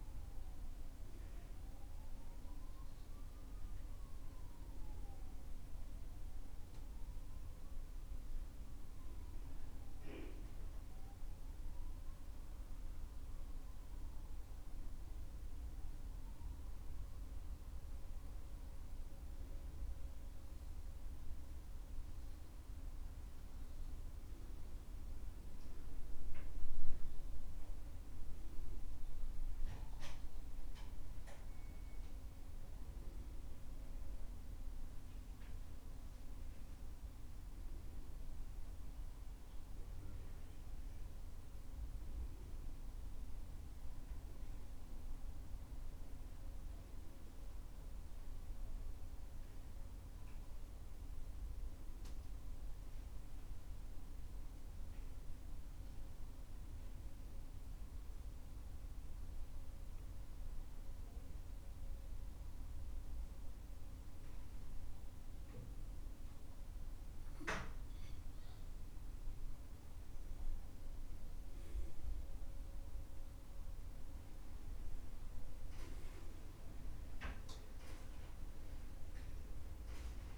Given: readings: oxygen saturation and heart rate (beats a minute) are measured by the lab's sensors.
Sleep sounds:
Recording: breathing in sleep, hard to hear, by a room microphone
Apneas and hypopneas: 1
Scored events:
0.00-12.00 s: oxygen desaturation (device-marked, oxygen 85% lowest, heart rate 66 extreme)
54.00-69.50 s: obstructive apnea (oxygen 99% before, 91% lowest, heart rate 70 before, 67 extreme, up 10 after)
70.00-80.38 s: oxygen desaturation (device-marked, oxygen 95% before, 91% lowest, heart rate 69 before, 63 extreme)
72.00-74.50 s: arousal
From the record:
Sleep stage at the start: N2 (light sleep)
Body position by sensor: on the back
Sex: male

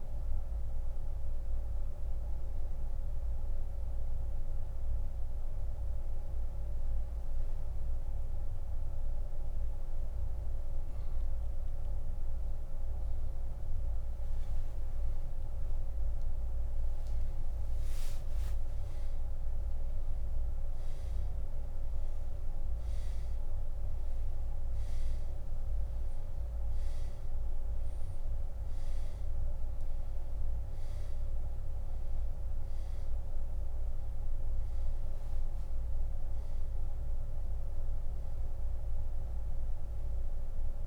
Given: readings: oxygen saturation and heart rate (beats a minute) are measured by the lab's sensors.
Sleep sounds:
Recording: a person awake in a sleep study, hard to hear, by a room microphone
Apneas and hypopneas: none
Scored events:
none scored
From the record:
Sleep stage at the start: awake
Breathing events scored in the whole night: 209 in 3.9 hours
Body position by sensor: on the back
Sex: male

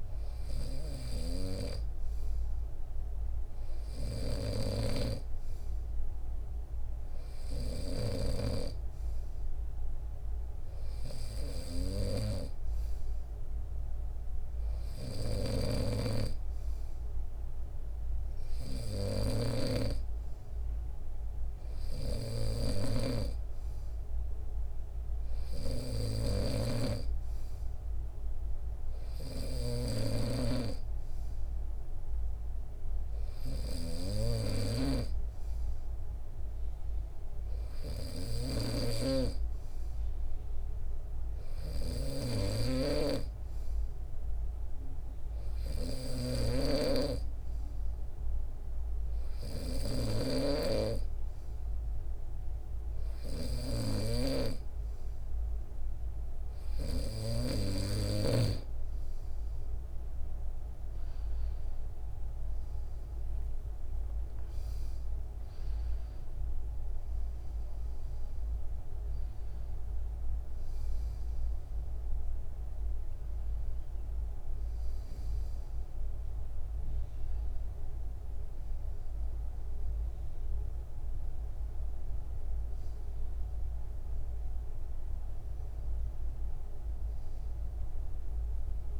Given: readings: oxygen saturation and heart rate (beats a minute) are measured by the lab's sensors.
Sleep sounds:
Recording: breathing in sleep by a room microphone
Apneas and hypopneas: 1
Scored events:
15.00-57.50 s: snoring (device-marked)
38.00-40.00 s: long interval between heartbeats (device-marked, heart rate 81 before, 73 extreme)
40.50-56.50 s: hypopnea (oxygen 95% before, 93% lowest, heart rate 80 before, 81 extreme, up 8 after)
63.00-66.50 s: arousal
81.00-89.00 s: new sleep stage, N1 (lightest sleep)
From the record:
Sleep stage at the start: N2 (light sleep)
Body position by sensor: on the back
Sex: male

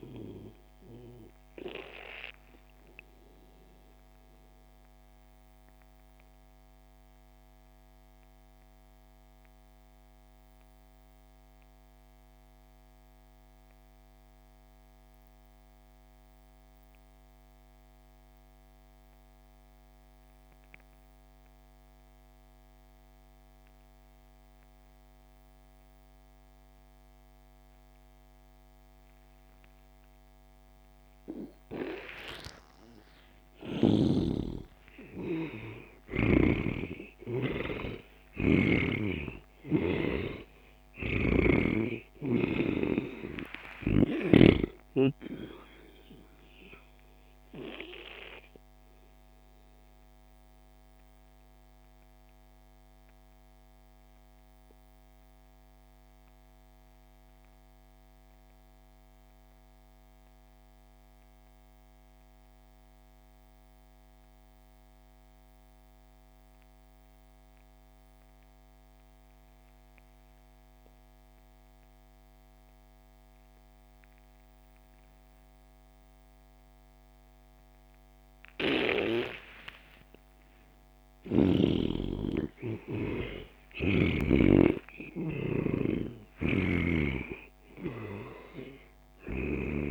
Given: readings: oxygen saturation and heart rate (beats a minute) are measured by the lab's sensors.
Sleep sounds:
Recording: breathing in sleep by a microphone on the trachea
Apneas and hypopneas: 2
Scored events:
0.00-13.00 s: oxygen desaturation (device-marked, oxygen 84% lowest)
5.00-33.50 s: mixed apnea (oxygen 98% before, 83% lowest)
27.00-58.00 s: oxygen desaturation (device-marked, oxygen 98% before, 83% lowest)
34.00-39.00 s: arousal
48.50-80.50 s: mixed apnea (oxygen 98% before, 82% lowest)
78.00-89.91 s: oxygen desaturation (device-marked, oxygen 97% before, 82% lowest)
81.50-85.50 s: arousal
85.50-89.91 s: snoring (device-marked)
From the record:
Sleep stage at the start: N2 (light sleep)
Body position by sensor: on the back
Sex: male

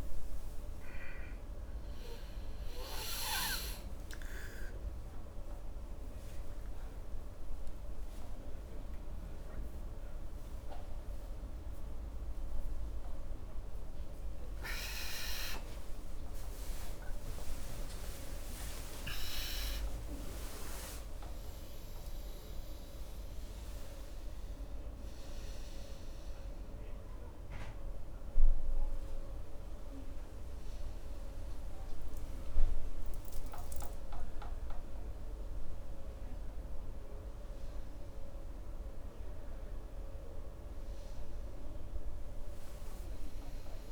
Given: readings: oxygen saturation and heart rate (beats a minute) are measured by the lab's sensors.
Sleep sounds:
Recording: a person awake in a sleep study, by a room microphone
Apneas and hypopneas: none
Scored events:
12.00-28.00 s: oxygen desaturation (device-marked, oxygen 97% before, 94% lowest, heart rate 81 before, 67 extreme)
16.00-43.91 s: new sleep stage, awake
From the record:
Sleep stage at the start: N1 (lightest sleep)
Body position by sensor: on the right side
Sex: male

